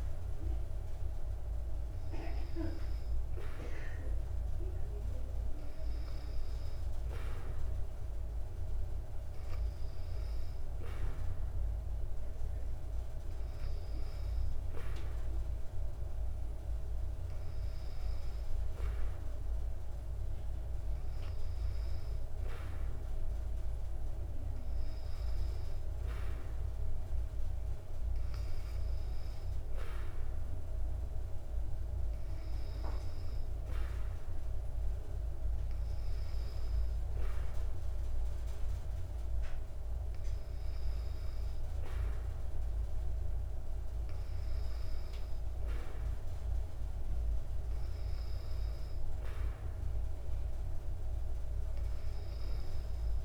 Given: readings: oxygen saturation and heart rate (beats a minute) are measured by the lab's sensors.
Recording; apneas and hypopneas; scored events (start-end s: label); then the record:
breathing in sleep, hard to hear, by a room microphone; none
none scored
From the record:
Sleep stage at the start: N2 (light sleep); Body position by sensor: on the back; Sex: female